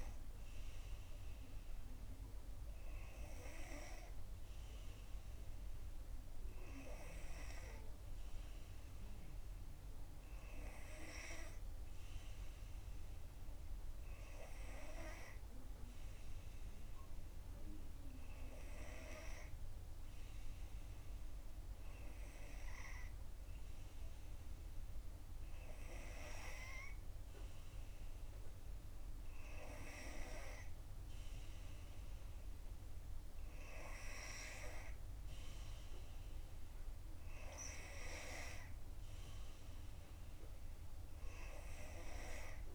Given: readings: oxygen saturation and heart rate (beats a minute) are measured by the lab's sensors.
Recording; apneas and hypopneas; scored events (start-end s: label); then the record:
breathing in sleep by a room microphone; none
none scored
From the record:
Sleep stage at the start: N2 (light sleep); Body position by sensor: on the back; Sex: female